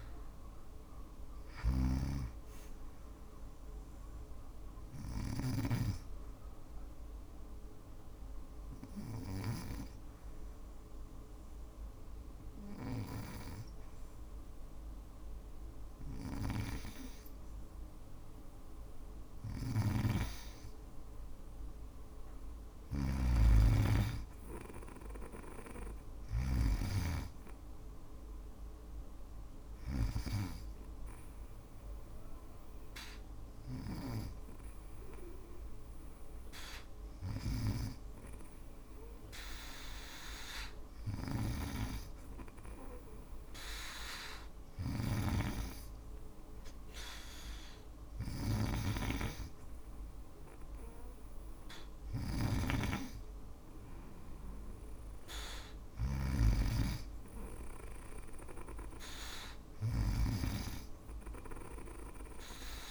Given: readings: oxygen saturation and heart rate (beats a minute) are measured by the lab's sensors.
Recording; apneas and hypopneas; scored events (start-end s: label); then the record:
breathing in sleep by a room microphone; 1
0.00-5.00 s: snoring (device-marked)
6.50-18.00 s: obstructive apnea (oxygen 95% before, 92% lowest)
18.50-26.00 s: snoring (device-marked)
20.50-23.50 s: arousal
30.00-39.00 s: oxygen desaturation (device-marked, oxygen 96% before, 92% lowest)
36.50-62.91 s: snoring (device-marked)
From the record:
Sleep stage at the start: N2 (light sleep); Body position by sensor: on the back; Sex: female